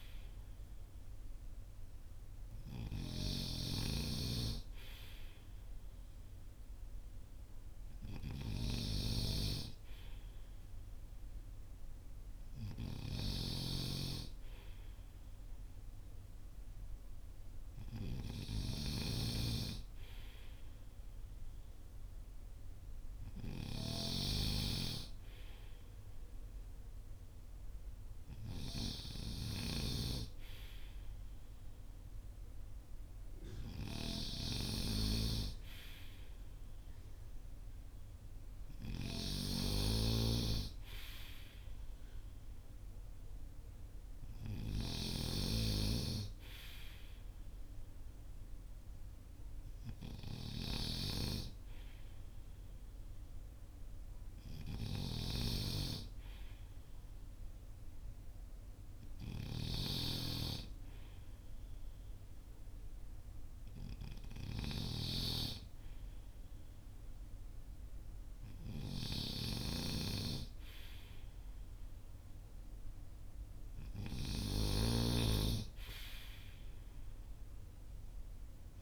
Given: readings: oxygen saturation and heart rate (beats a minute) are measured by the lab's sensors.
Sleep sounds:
breathing in sleep by a room microphone; none
0.00-13.50 s: snoring (device-marked)
23.00-44.50 s: snoring (device-marked)
54.00-64.50 s: snoring (device-marked)
73.50-78.82 s: snoring (device-marked)
From the record:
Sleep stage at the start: N2 (light sleep); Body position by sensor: on the front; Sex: male

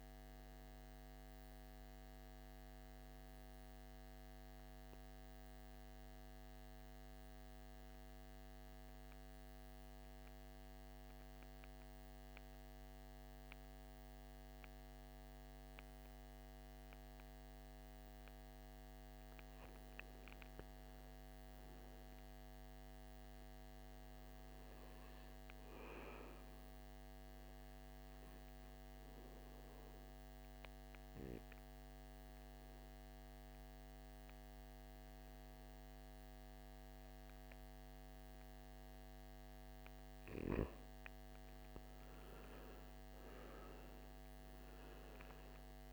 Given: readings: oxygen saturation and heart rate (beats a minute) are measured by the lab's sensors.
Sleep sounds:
breathing in sleep, hard to hear, by a microphone on the trachea; 2
7.00-18.50 s: central apnea (oxygen 99% before, 89% lowest, heart rate 65 before, 53 extreme, up 7 after)
19.50-23.50 s: arousal
24.00-41.00 s: oxygen desaturation (device-marked, oxygen 98% before, 91% lowest, heart rate 55 before, 55 extreme)
29.50-40.50 s: obstructive apnea (oxygen 99% before, 85% lowest, heart rate 55 before, 55 extreme, up 7 after)
42.00-45.93 s: arousal
From the record:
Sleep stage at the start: N2 (light sleep); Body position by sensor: on the back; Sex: male

